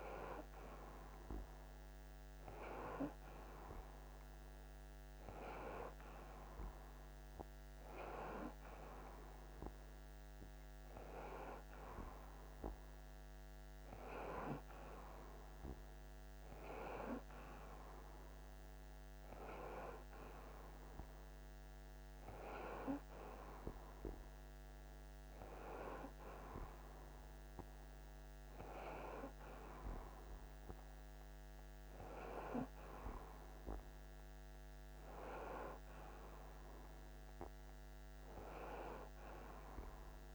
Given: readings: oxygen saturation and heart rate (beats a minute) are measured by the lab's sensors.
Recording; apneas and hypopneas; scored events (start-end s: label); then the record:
breathing in sleep by a microphone on the trachea; none
none scored
From the record:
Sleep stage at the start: N1 (lightest sleep); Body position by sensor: on the front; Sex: male